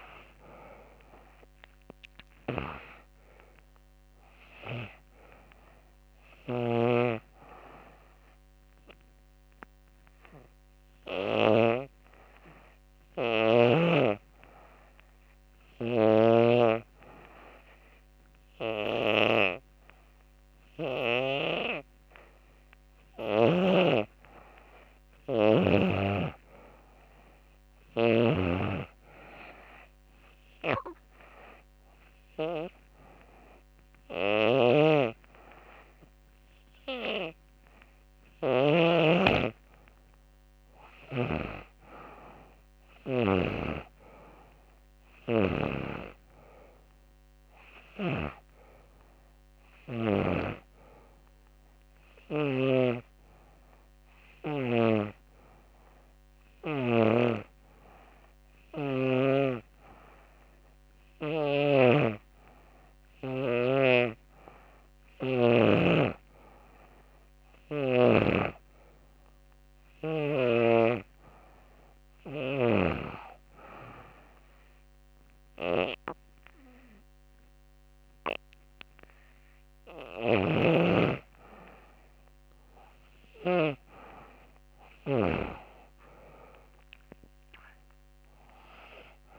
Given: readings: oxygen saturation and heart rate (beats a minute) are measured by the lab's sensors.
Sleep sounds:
breathing in sleep by a microphone on the trachea; 3
0.00-3.50 s: arousal
0.00-15.50 s: oxygen desaturation (device-marked, oxygen 87% lowest, heart rate 85 extreme)
7.00-21.50 s: hypopnea (oxygen 93% before, 87% lowest, heart rate 86 before, 85 extreme, up 1 after)
22.50-27.50 s: snoring (device-marked)
23.50-26.50 s: arousal
29.50-39.50 s: oxygen desaturation (device-marked, oxygen 96% before, 89% lowest, heart rate 86 before, 86 extreme)
30.00-40.00 s: hypopnea (oxygen 96% before, 89% lowest, heart rate 86 before, 86 extreme, up 2 after)
42.00-44.50 s: arousal
44.50-56.50 s: oxygen desaturation (device-marked, oxygen 94% before, 90% lowest, heart rate 87 before, 86 extreme)
53.00-64.00 s: hypopnea (oxygen 94% before, 89% lowest, heart rate 88 before, 86 extreme, up 2 after)
60.50-65.00 s: snoring (device-marked)
72.00-75.00 s: arousal
From the record:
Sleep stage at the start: N2 (light sleep); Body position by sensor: on the back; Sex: female

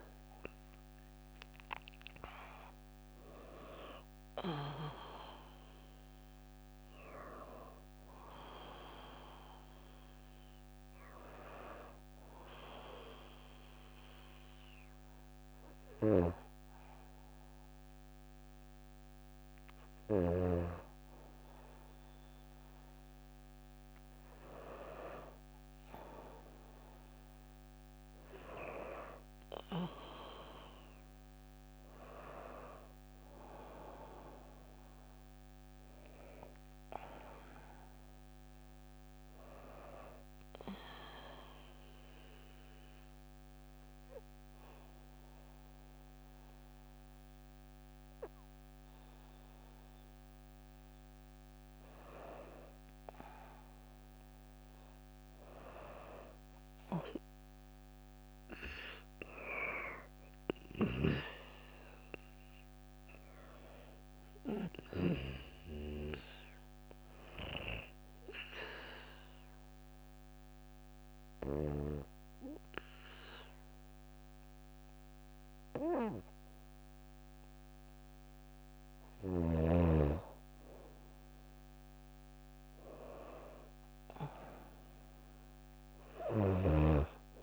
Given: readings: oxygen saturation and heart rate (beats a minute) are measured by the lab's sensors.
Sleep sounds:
breathing in sleep by a microphone on the trachea; 3
0.00-2.00 s: arousal
11.00-22.00 s: hypopnea (oxygen 96% before, 94% lowest, heart rate 61 before, 56 extreme, up 3 after)
25.50-29.00 s: arousal
40.50-50.50 s: obstructive apnea (oxygen 96% before, 93% lowest, heart rate 58 before, 56 extreme, up 3 after)
53.00-57.50 s: arousal
68.00-78.50 s: obstructive apnea (oxygen 96% before, 92% lowest, heart rate 59 before, 56 extreme, up 5 after)
83.50-87.00 s: arousal
From the record:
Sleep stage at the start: N2 (light sleep); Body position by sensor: on the back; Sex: female

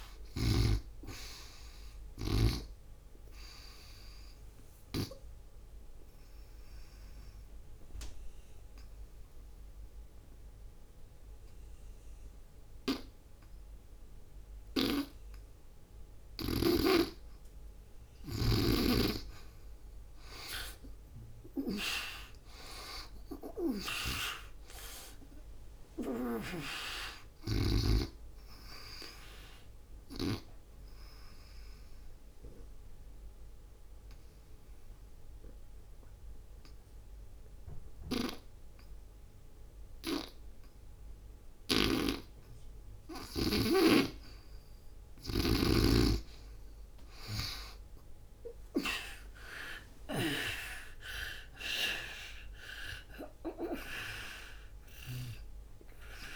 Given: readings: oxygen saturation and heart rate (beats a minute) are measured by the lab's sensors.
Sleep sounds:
breathing in sleep by a room microphone; 2
0.00-13.50 s: oxygen desaturation (device-marked, oxygen 76% lowest, heart rate 63 extreme)
2.50-16.00 s: obstructive apnea (oxygen 99% before, 76% lowest, heart rate 76 before, 63 extreme, up 15 after)
18.00-23.50 s: snoring (device-marked)
19.50-23.50 s: arousal
24.50-38.50 s: oxygen desaturation (device-marked, oxygen 97% before, 83% lowest, heart rate 72 before, 65 extreme)
25.50-30.00 s: snoring (device-marked)
29.50-42.50 s: obstructive apnea (oxygen 97% before, 81% lowest, heart rate 72 before, 65 extreme, up 9 after)
41.00-50.00 s: snoring (device-marked)
47.50-51.50 s: arousal
54.50-56.36 s: oxygen desaturation (device-marked, oxygen 95% before, 81% lowest, heart rate 72 before, 64 extreme)
From the record:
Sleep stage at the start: N2 (light sleep); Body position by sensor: on the back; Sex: female

